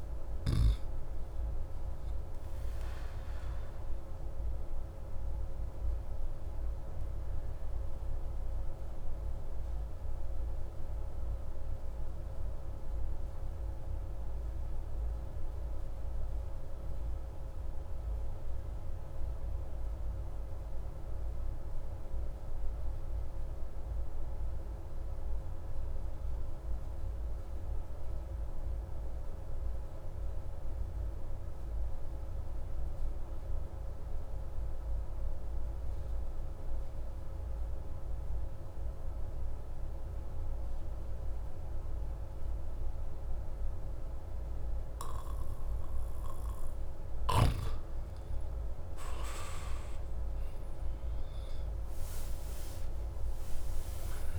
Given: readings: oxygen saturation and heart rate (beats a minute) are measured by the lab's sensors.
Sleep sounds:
breathing in sleep, hard to hear, by a room microphone; 1
5.00-45.50 s: obstructive apnea (oxygen 97% before, 90% lowest)
47.00-54.39 s: oxygen desaturation (device-marked, oxygen 95% before, 90% lowest)
49.00-54.39 s: arousal
From the record:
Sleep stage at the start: N2 (light sleep); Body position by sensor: on the back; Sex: male

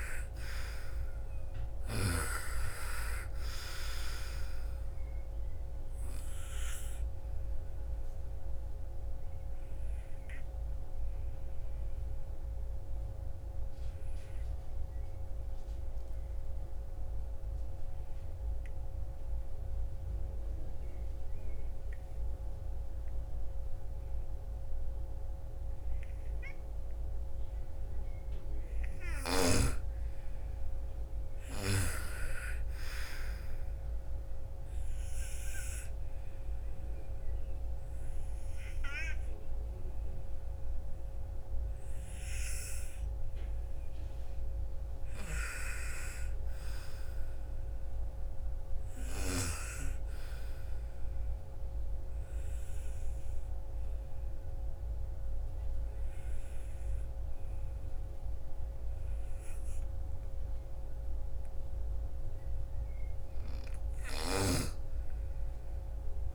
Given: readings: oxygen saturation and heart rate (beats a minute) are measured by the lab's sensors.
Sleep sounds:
breathing in sleep by a room microphone; 2
0.00-1.50 s: snoring (device-marked)
0.00-24.50 s: oxygen desaturation (device-marked, oxygen 82% lowest, heart rate 39 extreme)
7.00-27.50 s: obstructive apnea (oxygen 98% before, 82% lowest, heart rate 57 before, 39 extreme, up 21 after)
30.00-34.00 s: arousal
30.50-49.50 s: oxygen desaturation (device-marked, oxygen 98% before, 88% lowest, heart rate 53 before, 54 extreme)
50.50-61.50 s: obstructive apnea (oxygen 98% before, 85% lowest, heart rate 62 before, 47 extreme, up 3 after)
65.00-66.34 s: arousal
From the record:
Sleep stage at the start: N2 (light sleep); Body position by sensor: on the right side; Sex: female

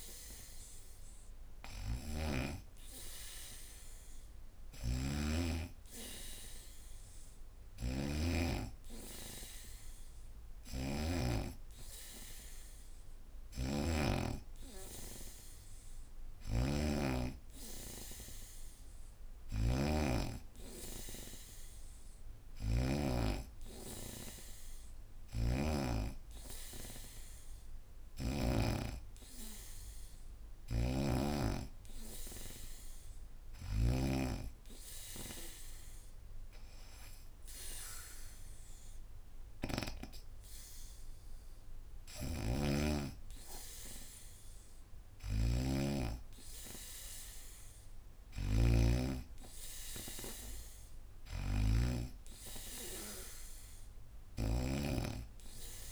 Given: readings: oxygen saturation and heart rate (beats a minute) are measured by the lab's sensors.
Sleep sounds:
breathing in sleep by a room microphone; none
0.00-11.00 s: snoring (device-marked)
13.00-28.50 s: snoring (device-marked)
42.00-55.92 s: snoring (device-marked)
From the record:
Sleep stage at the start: N2 (light sleep); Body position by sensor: on the back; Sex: female

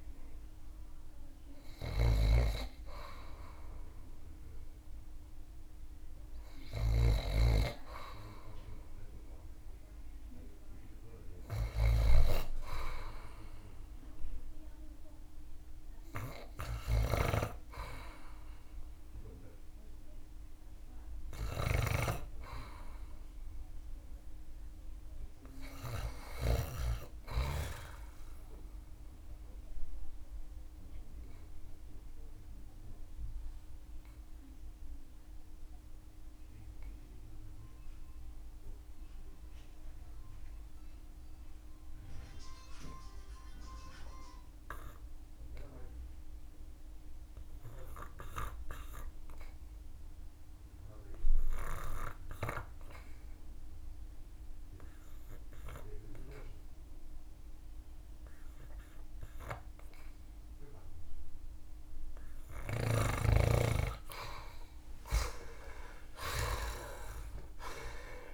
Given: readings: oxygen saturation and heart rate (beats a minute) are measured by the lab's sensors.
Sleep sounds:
breathing in sleep by a room microphone; 1
0.00-14.00 s: oxygen desaturation (device-marked, oxygen 86% lowest)
1.00-26.00 s: snoring (device-marked)
31.00-60.50 s: obstructive apnea (oxygen 100% before, 82% lowest)
62.00-68.00 s: snoring (device-marked)
63.00-68.34 s: arousal
65.00-68.34 s: oxygen desaturation (device-marked, oxygen 98% before, 82% lowest)
From the record:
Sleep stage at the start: REM sleep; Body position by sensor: on the back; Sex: male

